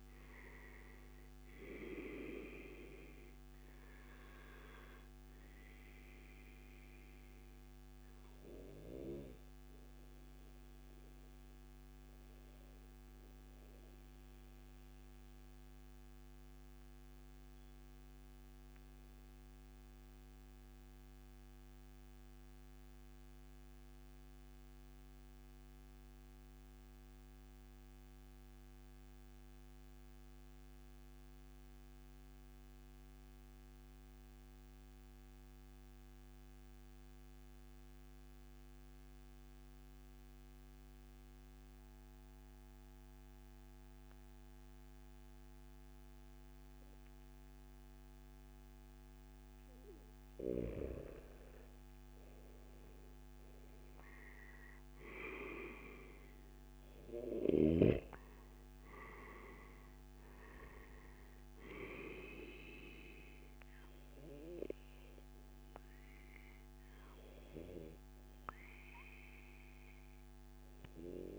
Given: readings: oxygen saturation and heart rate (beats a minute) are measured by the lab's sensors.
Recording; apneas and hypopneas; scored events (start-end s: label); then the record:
breathing in sleep by a microphone on the trachea; 1
4.00-23.00 s: oxygen desaturation (device-marked, oxygen 95% before, 92% lowest, heart rate 109 before, 75 extreme)
15.00-48.50 s: obstructive apnea (oxygen 97% before, 91% lowest, heart rate 108 before, 75 extreme, up 48 after)
16.50-18.50 s: long interval between heartbeats (device-marked, heart rate 108 before, 107 extreme)
34.50-36.50 s: long interval between heartbeats (device-marked, heart rate 100 before, 97 extreme)
51.00-54.50 s: arousal
61.00-71.39 s: oxygen desaturation (device-marked, oxygen 96% before, 91% lowest, heart rate 100 before, 94 extreme)
61.50-63.50 s: long interval between heartbeats (device-marked, heart rate 100 before, 115 extreme)
From the record:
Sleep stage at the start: REM sleep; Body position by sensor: on the back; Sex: male